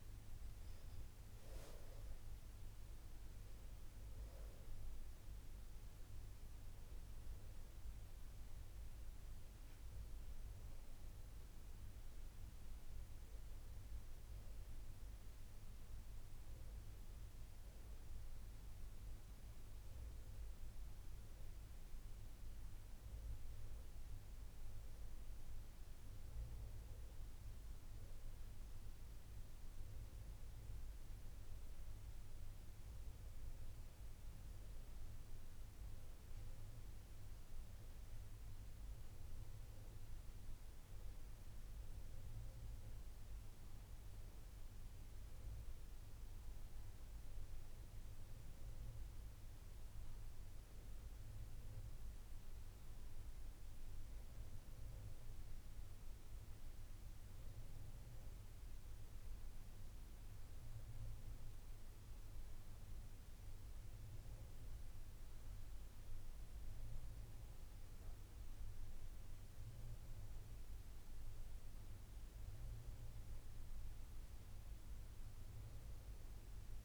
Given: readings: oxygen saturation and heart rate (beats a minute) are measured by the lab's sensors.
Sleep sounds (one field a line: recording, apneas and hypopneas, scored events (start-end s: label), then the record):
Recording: breathing in sleep, hard to hear, by a room microphone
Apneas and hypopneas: none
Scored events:
none scored
From the record:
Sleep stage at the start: N2 (light sleep)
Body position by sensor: on the back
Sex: female